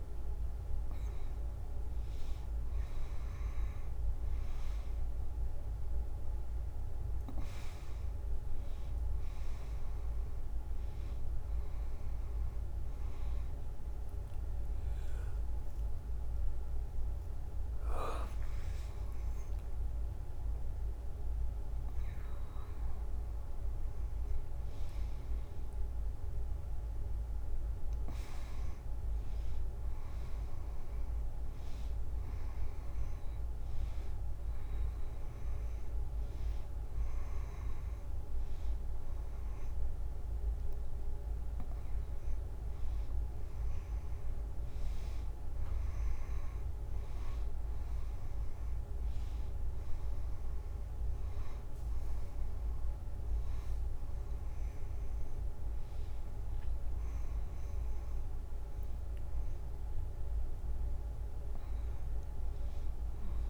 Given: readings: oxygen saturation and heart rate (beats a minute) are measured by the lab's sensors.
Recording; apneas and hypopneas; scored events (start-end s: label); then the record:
a person awake in a sleep study, hard to hear, by a room microphone; none
none scored
From the record:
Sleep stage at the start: awake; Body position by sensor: on the front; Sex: female